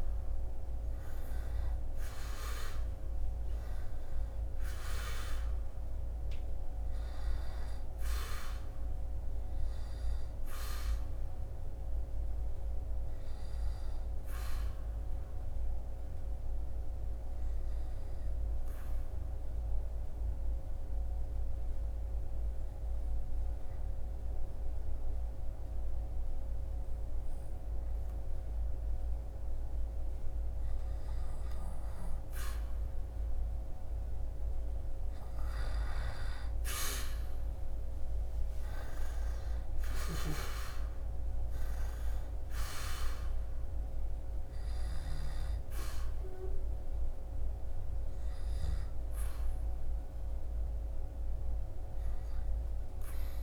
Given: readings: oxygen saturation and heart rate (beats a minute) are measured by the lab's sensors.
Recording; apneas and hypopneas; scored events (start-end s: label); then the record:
breathing in sleep by a room microphone; 1
13.00-34.00 s: obstructive apnea (oxygen 98% before, 95% lowest, heart rate 71 before, 62 extreme, up 8 after)
37.00-42.50 s: arousal
From the record:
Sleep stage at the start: N2 (light sleep); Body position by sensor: on the back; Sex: male